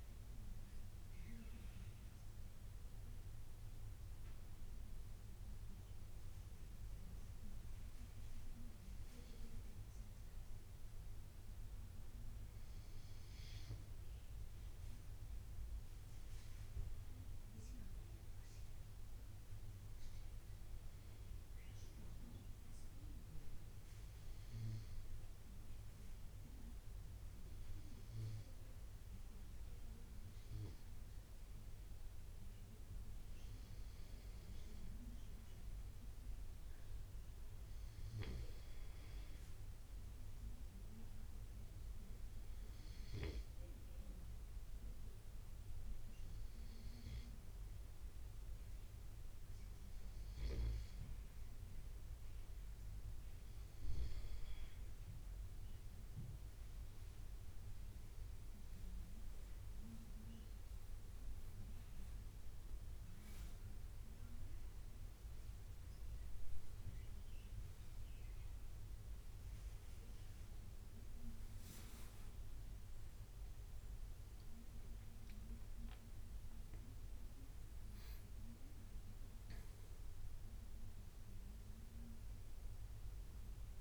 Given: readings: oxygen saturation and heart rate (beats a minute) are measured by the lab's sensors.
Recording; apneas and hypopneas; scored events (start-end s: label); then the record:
breathing in sleep by a room microphone; 2
2.00-15.00 s: obstructive apnea (oxygen 96% before, 93% lowest, heart rate 86 before, 83 extreme, up 5 after)
16.50-19.50 s: arousal
42.50-55.00 s: obstructive apnea (oxygen 95% before, 93% lowest, heart rate 84 before, 83 extreme, up 8 after)
57.50-61.00 s: arousal
75.50-79.00 s: arousal
From the record:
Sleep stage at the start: N2 (light sleep); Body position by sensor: on the right side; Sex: male